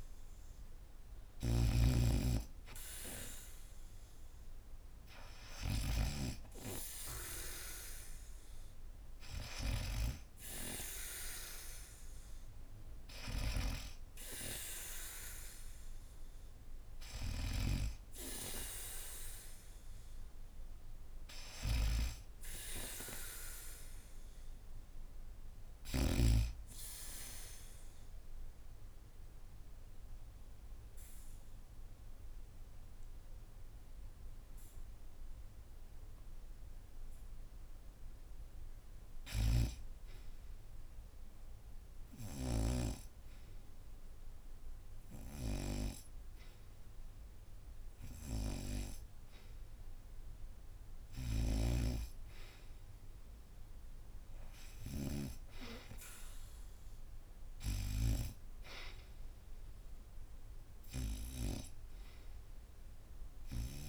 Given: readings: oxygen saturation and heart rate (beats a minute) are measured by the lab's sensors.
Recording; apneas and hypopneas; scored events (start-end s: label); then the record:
breathing in sleep by a room microphone; 1
0.00-26.00 s: oxygen desaturation (device-marked, oxygen 87% lowest, heart rate 74 extreme)
4.50-8.50 s: arousal
21.00-63.89 s: new sleep stage, REM sleep
26.50-38.00 s: obstructive apnea (oxygen 96% before, 84% lowest, heart rate 84 before, 74 extreme)
40.50-44.00 s: arousal
56.00-63.89 s: oxygen desaturation (device-marked, oxygen 95% before, 84% lowest, heart rate 76 before, 73 extreme)
From the record:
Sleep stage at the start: N2 (light sleep); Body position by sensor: on the back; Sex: female